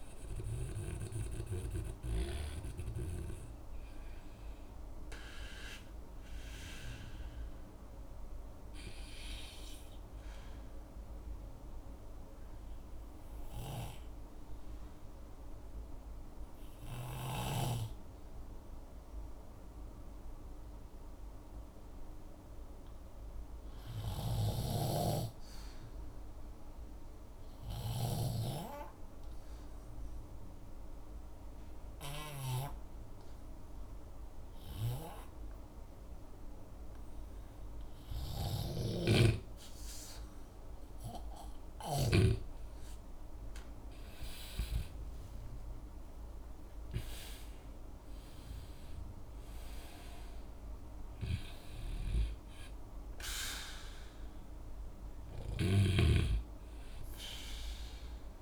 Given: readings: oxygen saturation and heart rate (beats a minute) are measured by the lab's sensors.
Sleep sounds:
breathing in sleep by a room microphone; 1
0.00-14.50 s: oxygen desaturation (device-marked, oxygen 85% lowest, heart rate 56 extreme)
8.50-41.00 s: obstructive apnea (oxygen 94% before, 88% lowest, heart rate 63 before, 59 extreme, up 8 after)
38.50-42.00 s: snoring (device-marked)
43.00-47.50 s: arousal
From the record:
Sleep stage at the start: REM sleep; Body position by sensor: on the back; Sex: male

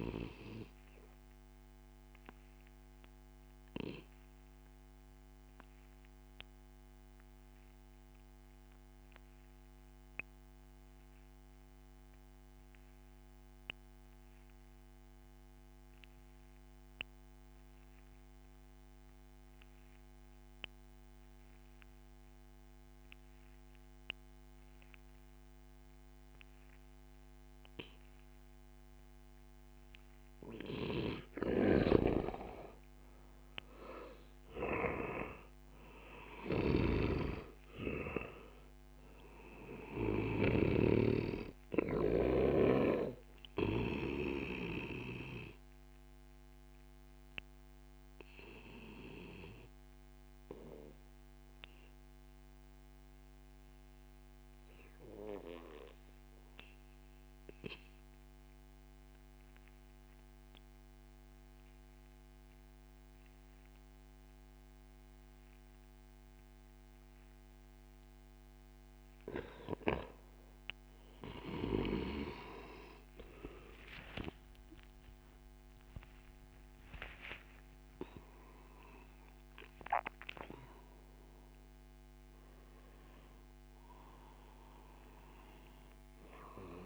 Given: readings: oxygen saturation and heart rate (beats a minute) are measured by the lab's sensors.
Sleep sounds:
breathing in sleep by a microphone on the trachea; 2
0.00-16.50 s: oxygen desaturation (device-marked, oxygen 91% lowest, heart rate 38 extreme)
1.50-29.00 s: obstructive apnea (oxygen 98% before, 88% lowest)
29.50-58.50 s: oxygen desaturation (device-marked, oxygen 96% before, 88% lowest)
31.00-35.50 s: arousal
31.50-40.50 s: snoring (device-marked)
44.00-68.00 s: mixed apnea (oxygen 96% before, 88% lowest)
73.00-79.50 s: arousal
From the record:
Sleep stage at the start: REM sleep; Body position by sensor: on the back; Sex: male

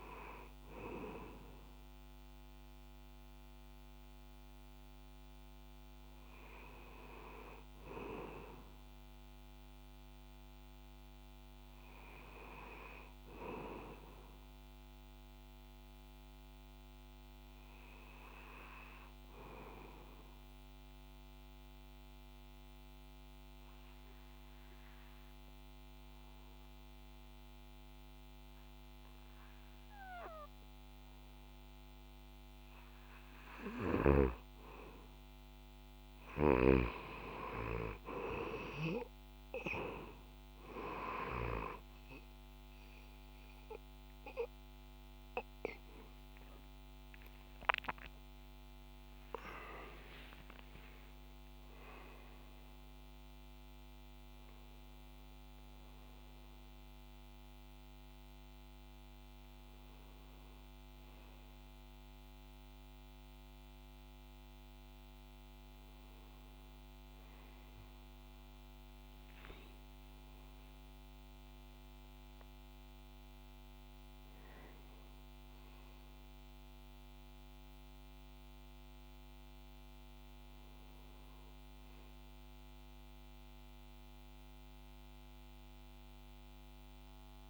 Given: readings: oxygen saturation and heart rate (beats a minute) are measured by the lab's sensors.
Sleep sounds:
breathing in sleep by a microphone on the trachea; 1
0.00-6.50 s: oxygen desaturation (device-marked, oxygen 91% lowest)
19.50-33.00 s: obstructive apnea (oxygen 99% before, 91% lowest)
31.50-71.50 s: oxygen desaturation (device-marked, oxygen 98% before, 91% lowest)
41.50-71.50 s: new sleep stage, N1 (lightest sleep)
45.50-50.00 s: arousal
71.50-87.49 s: new sleep stage, N2 (light sleep)
From the record:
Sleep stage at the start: N2 (light sleep); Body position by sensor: on the back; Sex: male

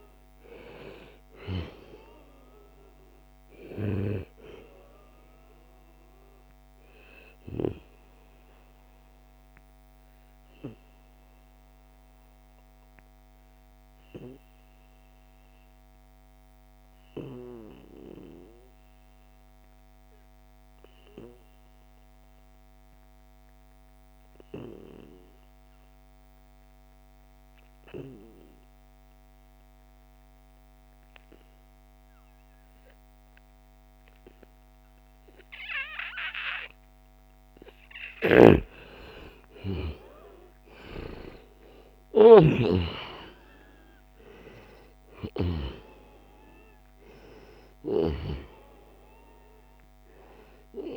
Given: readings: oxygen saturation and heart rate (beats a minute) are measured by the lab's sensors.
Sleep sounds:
breathing in sleep by a microphone on the trachea; 1
0.00-15.50 s: oxygen desaturation (device-marked, oxygen 89% lowest, heart rate 65 extreme)
5.50-37.50 s: obstructive apnea (oxygen 98% before, 89% lowest, heart rate 74 before, 65 extreme, up 11 after)
31.50-50.97 s: oxygen desaturation (device-marked, oxygen 98% before, 90% lowest, heart rate 71 before, 65 extreme)
37.50-50.97 s: snoring (device-marked)
39.00-42.50 s: arousal
From the record:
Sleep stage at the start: N2 (light sleep); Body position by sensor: on the right side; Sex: male

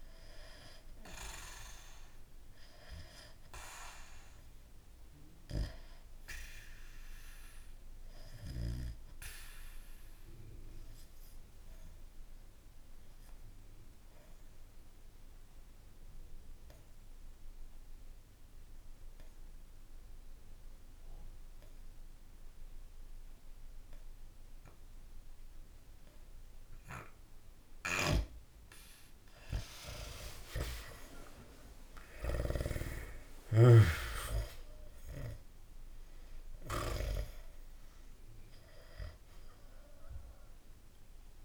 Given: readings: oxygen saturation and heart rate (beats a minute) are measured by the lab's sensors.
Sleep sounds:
breathing in sleep by a room microphone; 1
0.00-17.50 s: oxygen desaturation (device-marked, oxygen 90% lowest, heart rate 63 extreme)
6.50-27.50 s: obstructive apnea (oxygen 98% before, 90% lowest, heart rate 65 before, 63 extreme, up 1 after)
29.00-33.50 s: arousal
31.50-41.45 s: oxygen desaturation (device-marked, oxygen 98% before, 91% lowest, heart rate 66 before, 63 extreme)
32.00-37.00 s: snoring (device-marked)
From the record:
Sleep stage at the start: N2 (light sleep); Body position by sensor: on the back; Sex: male

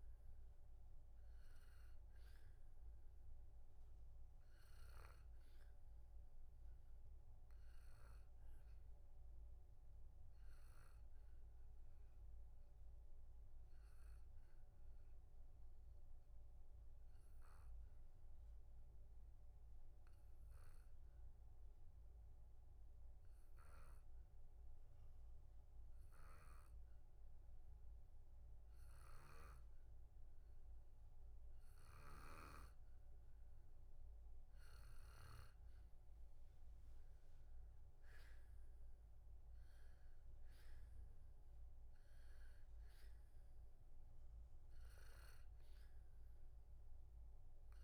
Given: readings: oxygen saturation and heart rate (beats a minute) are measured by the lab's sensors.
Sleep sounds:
breathing in sleep by a room microphone; 1
5.50-34.50 s: obstructive apnea (oxygen 95% before, 92% lowest, heart rate 65 before, 61 extreme, up 5 after)
37.50-41.50 s: arousal
42.00-47.84 s: oxygen desaturation (device-marked, oxygen 96% before, 92% lowest, heart rate 64 before, 61 extreme)
From the record:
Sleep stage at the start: N2 (light sleep); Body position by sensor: on the back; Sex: male

